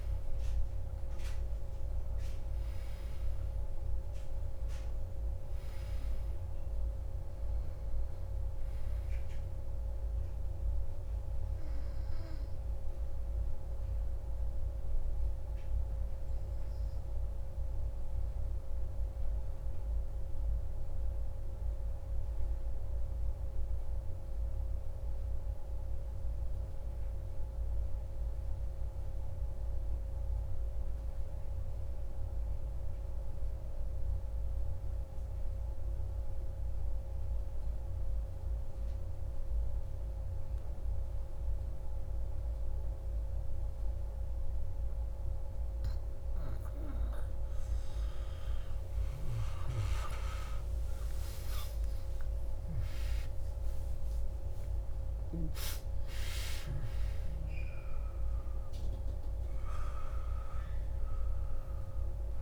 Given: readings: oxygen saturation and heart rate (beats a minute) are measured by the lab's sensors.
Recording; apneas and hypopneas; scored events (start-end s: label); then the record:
breathing in sleep, hard to hear, by a room microphone; 1
0.00-9.00 s: oxygen desaturation (device-marked, oxygen 87% lowest)
18.00-46.50 s: mixed apnea (oxygen 98% before, 92% lowest, heart rate 168 before, 68 extreme, up 13 after)
45.00-62.42 s: oxygen desaturation (device-marked, oxygen 98% before, 92% lowest, heart rate 161 before, 58 extreme)
51.00-57.00 s: arousal
From the record:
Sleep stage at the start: N2 (light sleep); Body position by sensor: on the back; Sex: male